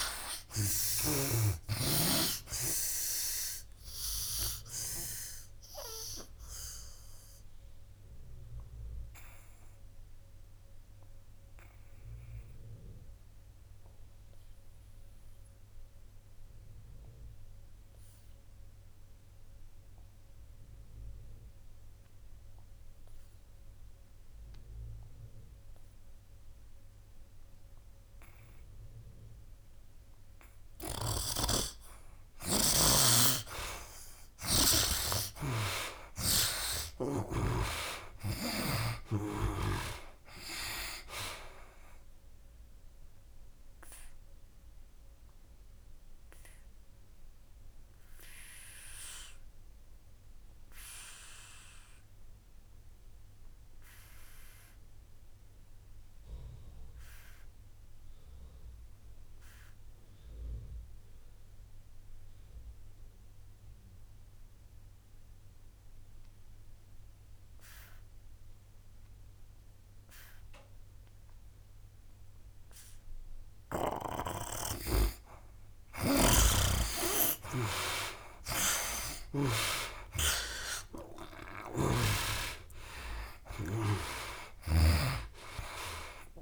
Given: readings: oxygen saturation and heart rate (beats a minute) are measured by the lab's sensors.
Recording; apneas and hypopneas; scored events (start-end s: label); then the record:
breathing in sleep by a room microphone; 2
0.00-1.50 s: arousal
0.00-1.50 s: snoring (device-marked)
0.00-23.00 s: oxygen desaturation (device-marked, oxygen 75% lowest, heart rate 61 extreme)
3.50-31.50 s: obstructive apnea (oxygen 99% before, 75% lowest, heart rate 66 before, 61 extreme, up 16 after)
31.00-39.00 s: snoring (device-marked)
31.00-62.00 s: oxygen desaturation (device-marked, oxygen 98% before, 75% lowest, heart rate 63 before, 63 extreme)
35.50-39.50 s: arousal
43.00-74.00 s: obstructive apnea (oxygen 98% before, 71% lowest, heart rate 68 before, 63 extreme, up 14 after)
70.00-86.42 s: oxygen desaturation (device-marked, oxygen 97% before, 71% lowest, heart rate 65 before, 61 extreme)
76.00-79.50 s: snoring (device-marked)
80.00-85.00 s: arousal
81.50-86.42 s: snoring (device-marked)
From the record:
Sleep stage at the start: N2 (light sleep); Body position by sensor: on the back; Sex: male